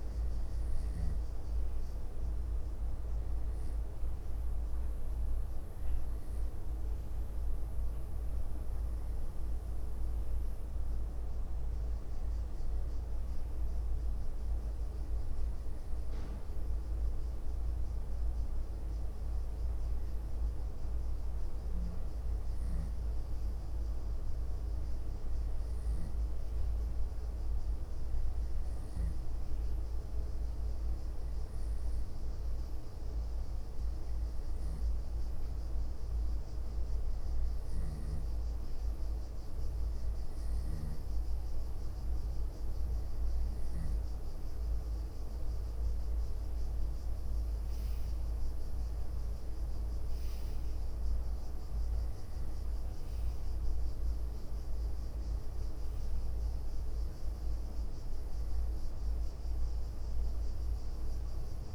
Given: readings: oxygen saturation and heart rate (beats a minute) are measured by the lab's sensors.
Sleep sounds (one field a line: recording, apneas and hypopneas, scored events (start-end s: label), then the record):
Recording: breathing in sleep, hard to hear, by a room microphone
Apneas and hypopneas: none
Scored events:
0.00-2.00 s: leg movement (device-marked)
3.00-4.50 s: leg movement (device-marked)
5.50-7.50 s: leg movement (device-marked)
8.50-10.50 s: leg movement (device-marked)
11.50-13.50 s: leg movement (device-marked)
37.00-42.50 s: leg movement (device-marked)
37.50-44.00 s: snoring (device-marked)
43.00-44.50 s: leg movement (device-marked)
58.00-60.50 s: leg movement (device-marked)
From the record:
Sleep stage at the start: N2 (light sleep)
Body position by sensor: on the right side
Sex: female